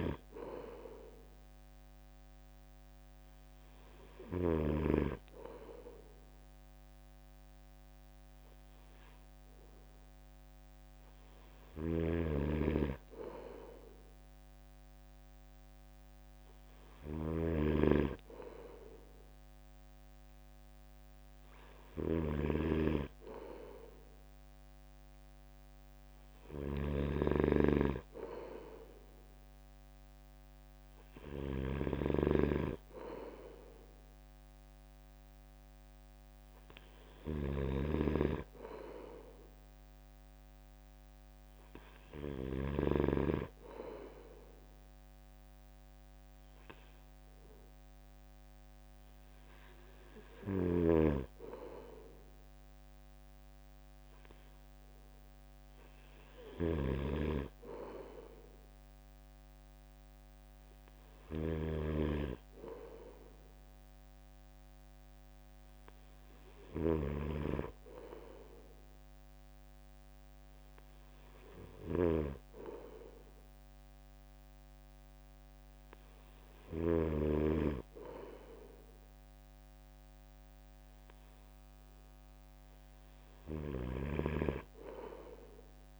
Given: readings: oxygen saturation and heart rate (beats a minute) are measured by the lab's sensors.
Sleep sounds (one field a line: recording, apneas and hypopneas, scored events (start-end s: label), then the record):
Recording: breathing in sleep by a microphone on the trachea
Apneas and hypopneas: none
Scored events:
0.00-4.50 s: snoring (device-marked)
11.50-42.50 s: snoring (device-marked)
50.00-77.00 s: snoring (device-marked)
83.50-86.00 s: snoring (device-marked)
From the record:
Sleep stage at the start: N3 (deep sleep)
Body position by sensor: on the right side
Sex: male